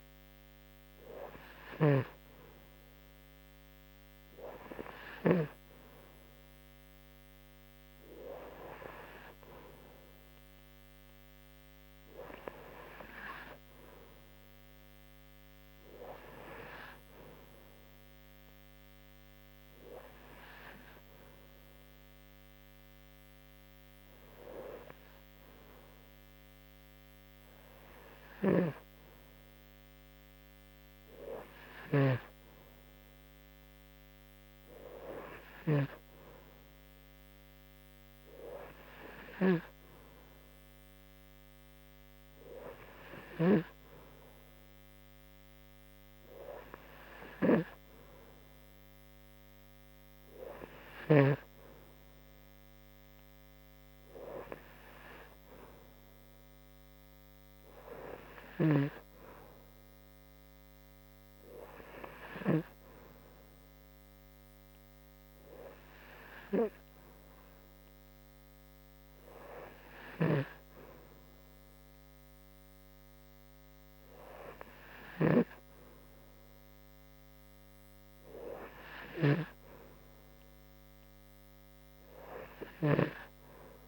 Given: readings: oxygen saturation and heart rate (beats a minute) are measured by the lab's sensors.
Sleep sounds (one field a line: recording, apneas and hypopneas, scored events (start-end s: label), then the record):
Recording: breathing in sleep by a microphone on the trachea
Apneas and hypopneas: none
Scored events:
0.00-5.00 s: snoring (device-marked)
69.50-79.00 s: snoring (device-marked)
From the record:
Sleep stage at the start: N2 (light sleep)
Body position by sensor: on the back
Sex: female